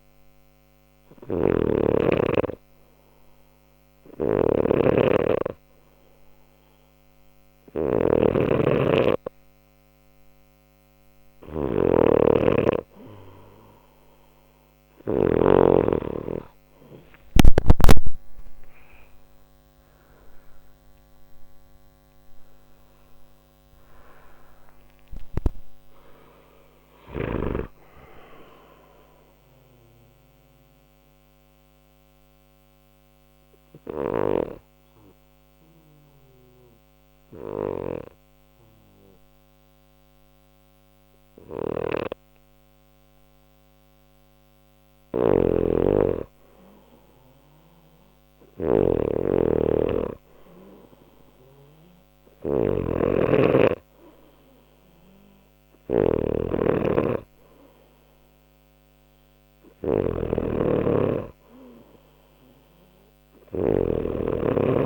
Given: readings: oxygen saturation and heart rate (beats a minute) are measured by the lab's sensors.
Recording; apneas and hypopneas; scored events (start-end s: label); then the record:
breathing in sleep by a microphone on the trachea; 1
0.00-15.00 s: snoring (device-marked)
18.00-23.50 s: arousal
29.50-44.50 s: mixed apnea (oxygen 96% before, 93% lowest, heart rate 60 before, 59 extreme, up 1 after)
41.00-64.86 s: snoring (device-marked)
47.50-52.00 s: arousal
From the record:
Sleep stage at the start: N2 (light sleep); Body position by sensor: on the left side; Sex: male